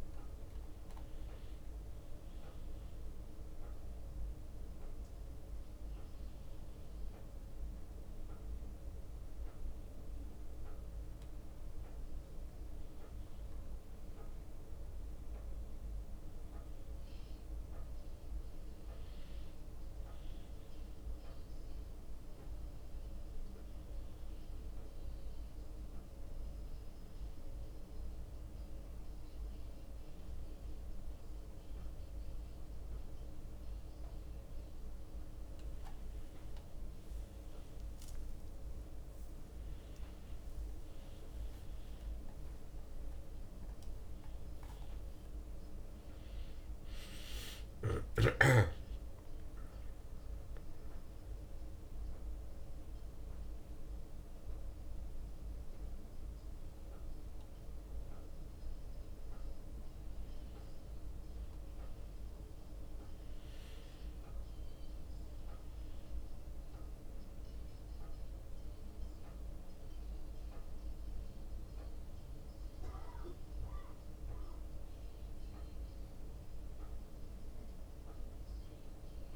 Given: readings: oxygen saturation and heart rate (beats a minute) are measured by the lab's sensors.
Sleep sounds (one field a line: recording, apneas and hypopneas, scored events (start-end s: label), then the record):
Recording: a person awake in a sleep study, hard to hear, by a room microphone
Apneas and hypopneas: none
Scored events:
13.50-23.00 s: leg movement (device-marked)
38.50-40.50 s: long interval between heartbeats (device-marked, heart rate 61 before, 68 extreme)
40.50-42.50 s: long interval between heartbeats (device-marked, heart rate 61 before, 79 extreme)
40.50-43.00 s: leg movement (device-marked)
47.00-49.50 s: leg movement (device-marked)
47.50-51.50 s: arousal
49.00-59.00 s: drop in pulse transit time (device-marked, heart rate 68 before, 62 extreme)
56.00-65.50 s: leg movement (device-marked)
67.00-75.00 s: leg movement (device-marked)
72.00-79.36 s: bradycardia (device-marked, heart rate 60 before, 58 extreme)
72.00-79.36 s: drop in pulse transit time (device-marked, heart rate 62 before, 59 extreme)
76.50-79.36 s: leg movement (device-marked)
From the record:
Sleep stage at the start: awake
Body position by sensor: on the back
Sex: male